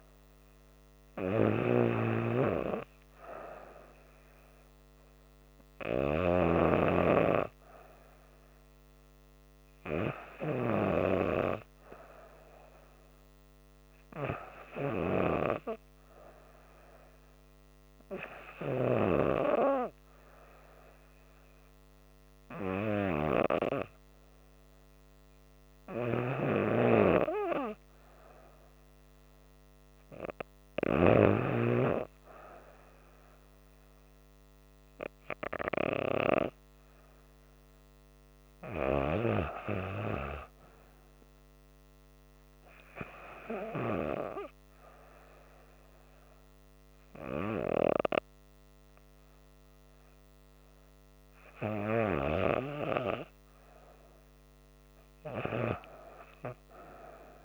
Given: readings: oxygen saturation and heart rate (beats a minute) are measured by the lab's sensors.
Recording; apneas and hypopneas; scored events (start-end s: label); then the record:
breathing in sleep by a microphone on the trachea; none
0.00-6.50 s: snoring (device-marked)
From the record:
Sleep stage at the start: REM sleep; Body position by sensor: on the back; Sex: female